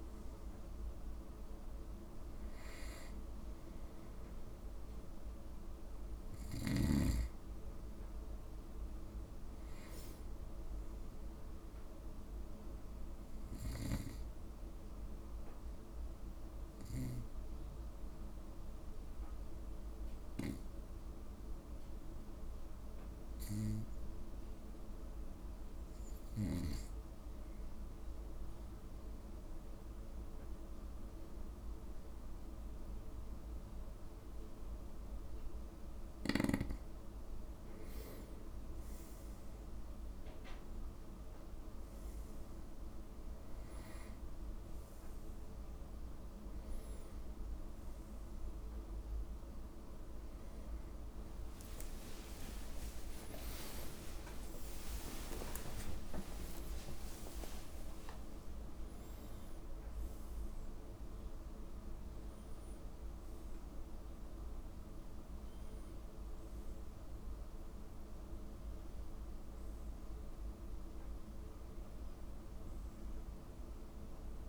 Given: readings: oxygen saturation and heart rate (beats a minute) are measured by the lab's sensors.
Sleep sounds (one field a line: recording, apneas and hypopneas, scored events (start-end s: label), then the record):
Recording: breathing in sleep by a room microphone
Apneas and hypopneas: 1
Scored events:
0.00-16.00 s: oxygen desaturation (device-marked, oxygen 90% lowest, heart rate 53 extreme)
10.00-13.50 s: arousal
16.00-36.00 s: obstructive apnea (oxygen 96% before, 90% lowest, heart rate 56 before, 53 extreme, up 5 after)
38.50-42.00 s: arousal
39.00-74.49 s: oxygen desaturation (device-marked, oxygen 97% before, 90% lowest, heart rate 56 before, 56 extreme)
52.50-57.50 s: arousal
From the record:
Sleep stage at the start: N2 (light sleep)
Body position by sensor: on the right side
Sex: male